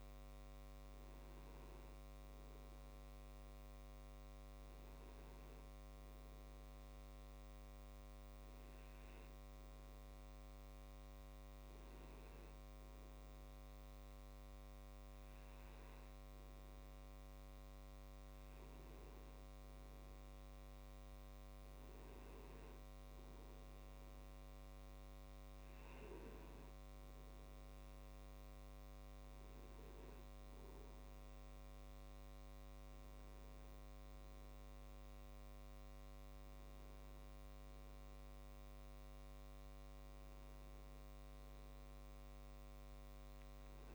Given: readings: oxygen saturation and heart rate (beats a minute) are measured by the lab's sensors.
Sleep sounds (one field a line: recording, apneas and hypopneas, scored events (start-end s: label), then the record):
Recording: breathing in sleep, hard to hear, by a microphone on the trachea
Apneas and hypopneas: none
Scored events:
none scored
From the record:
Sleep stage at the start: N2 (light sleep)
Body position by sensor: on the back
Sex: male